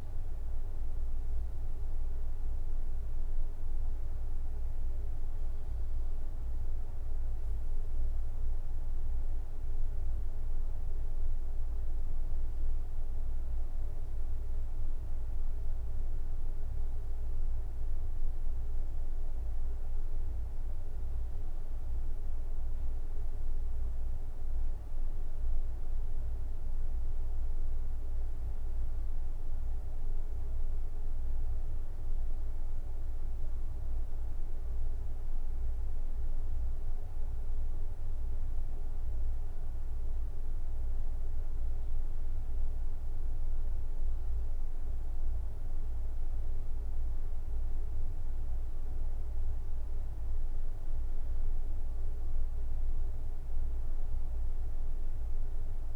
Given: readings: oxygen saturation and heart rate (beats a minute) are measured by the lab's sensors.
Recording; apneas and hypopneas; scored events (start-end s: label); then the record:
breathing in sleep, hard to hear, by a room microphone; none
38.00-55.96 s: new sleep stage, N2 (light sleep)
From the record:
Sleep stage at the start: N1 (lightest sleep); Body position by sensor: on the right side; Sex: male